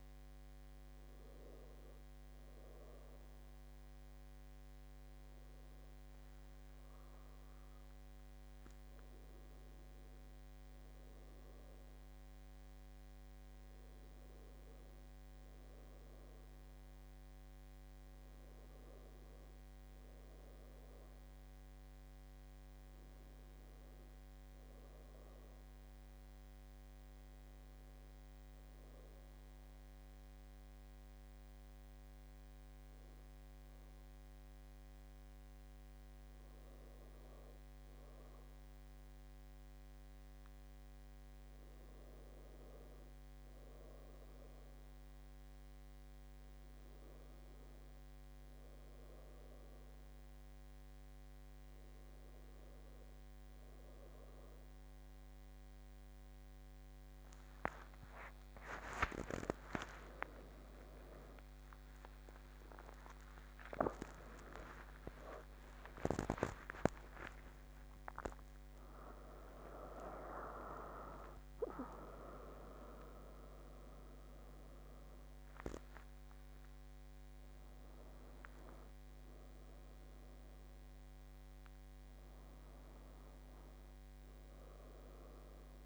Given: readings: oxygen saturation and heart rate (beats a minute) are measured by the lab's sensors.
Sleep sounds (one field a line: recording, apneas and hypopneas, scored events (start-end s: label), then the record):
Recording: a person partly awake in a sleep study, by a microphone on the trachea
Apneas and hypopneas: 1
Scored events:
0.00-4.00 s: arousal
29.50-42.00 s: hypopnea (oxygen 99% before, 94% lowest, heart rate 71 before, 70 extreme, up 0 after)
50.50-85.86 s: new sleep stage, awake
67.50-71.50 s: oxygen desaturation (device-marked, oxygen 98% before, 94% lowest)
From the record:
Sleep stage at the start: N1 (lightest sleep)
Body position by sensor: on the back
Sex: female